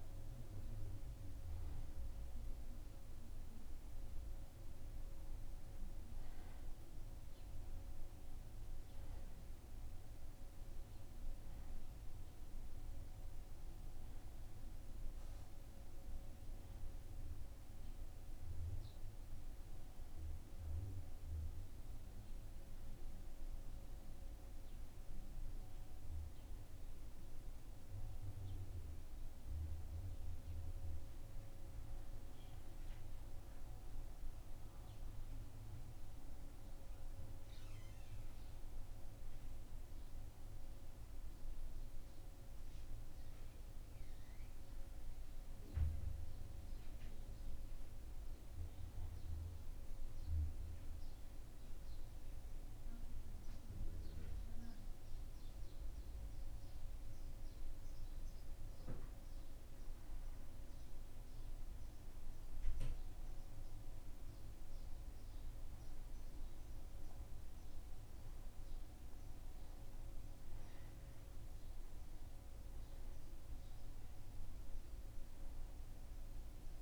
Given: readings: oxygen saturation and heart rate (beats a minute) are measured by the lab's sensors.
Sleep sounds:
breathing in sleep, hard to hear, by a room microphone; none
20.00-36.00 s: oxygen desaturation (device-marked, oxygen 96% before, 88% lowest, heart rate 84 before, 82 extreme)
63.00-76.82 s: oxygen desaturation (device-marked, oxygen 97% before, 90% lowest, heart rate 82 before, 81 extreme)
68.50-73.00 s: arousal
From the record:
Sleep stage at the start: N1 (lightest sleep); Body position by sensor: on the back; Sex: male

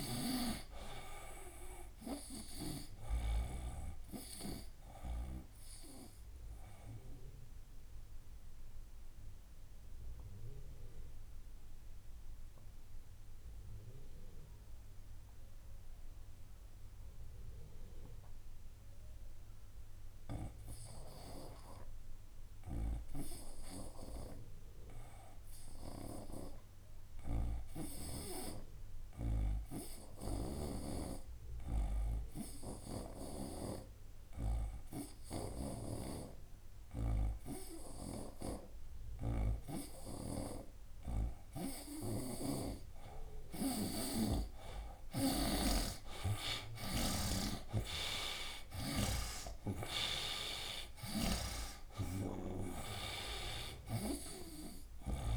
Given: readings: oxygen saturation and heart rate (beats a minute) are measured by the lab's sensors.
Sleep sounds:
breathing in sleep by a room microphone; 1
0.00-18.50 s: oxygen desaturation (device-marked, oxygen 80% lowest, heart rate 67 extreme)
6.50-40.50 s: obstructive apnea (oxygen 98% before, 80% lowest, heart rate 77 before, 67 extreme, up 9 after)
30.50-55.37 s: oxygen desaturation (device-marked, oxygen 98% before, 81% lowest, heart rate 68 before, 67 extreme)
35.00-52.50 s: snoring (device-marked)
43.50-48.00 s: arousal
From the record:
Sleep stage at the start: N2 (light sleep); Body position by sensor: on the right side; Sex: male

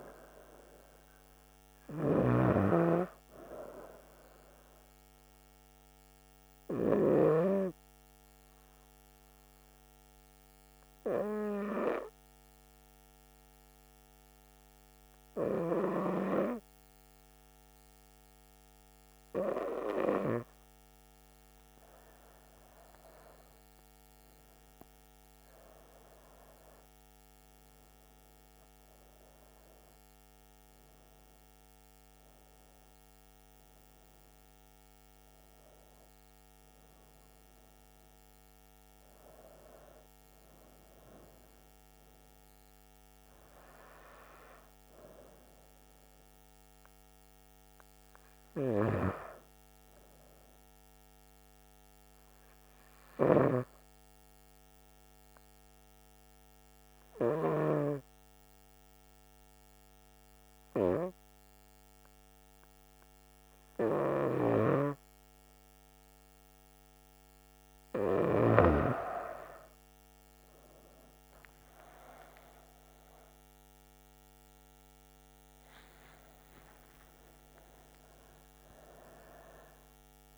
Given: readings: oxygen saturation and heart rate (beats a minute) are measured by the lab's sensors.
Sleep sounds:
breathing in sleep by a microphone on the trachea; 2
6.50-21.50 s: hypopnea (oxygen 98% before, 94% lowest, heart rate 65 before, 61 extreme, up 11 after)
22.50-26.00 s: arousal
53.50-68.50 s: hypopnea (oxygen 98% before, 94% lowest, heart rate 65 before, 64 extreme, up 9 after)
68.00-80.38 s: oxygen desaturation (device-marked, oxygen 97% before, 94% lowest, heart rate 63 before, 61 extreme)
72.00-76.00 s: arousal
From the record:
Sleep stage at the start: N2 (light sleep); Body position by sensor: on the right side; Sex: female

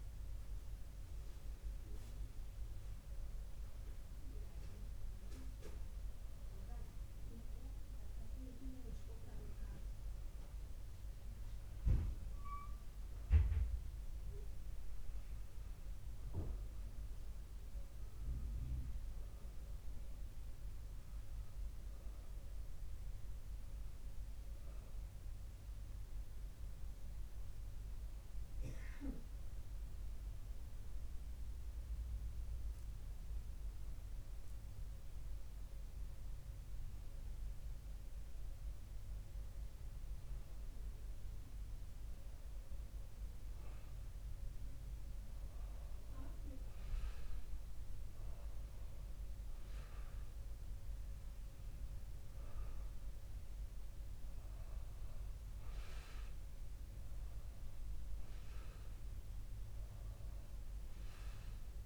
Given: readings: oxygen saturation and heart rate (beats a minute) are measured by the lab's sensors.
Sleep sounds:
breathing in sleep by a room microphone; none
none scored
From the record:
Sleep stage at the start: N2 (light sleep); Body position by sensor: on the back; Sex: male

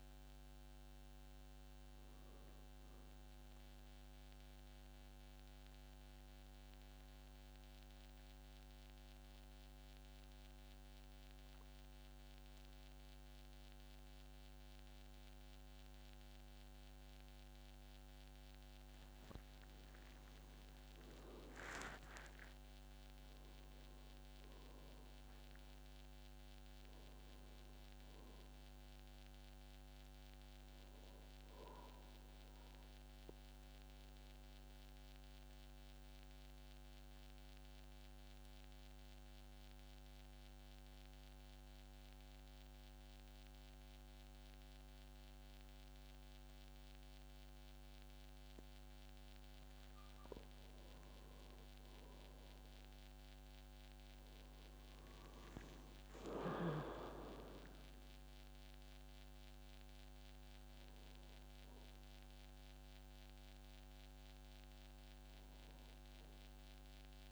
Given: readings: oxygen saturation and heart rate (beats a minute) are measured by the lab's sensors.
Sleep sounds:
breathing in sleep, hard to hear, by a microphone on the trachea; 2
0.00-6.00 s: oxygen desaturation (device-marked, oxygen 92% lowest, heart rate 52 extreme)
5.00-18.50 s: central apnea (oxygen 98% before, 93% lowest, heart rate 68 before, 50 extreme, up 13 after)
21.00-26.00 s: arousal
23.00-45.00 s: oxygen desaturation (device-marked, oxygen 99% before, 94% lowest, heart rate 55 before, 50 extreme)
34.00-50.50 s: mixed apnea (oxygen 99% before, 88% lowest, heart rate 58 before, 51 extreme, up 7 after)
52.00-56.50 s: arousal
57.00-67.32 s: oxygen desaturation (device-marked, oxygen 98% before, 93% lowest, heart rate 57 before, 51 extreme)
From the record:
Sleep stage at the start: N2 (light sleep); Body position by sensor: on the back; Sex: male

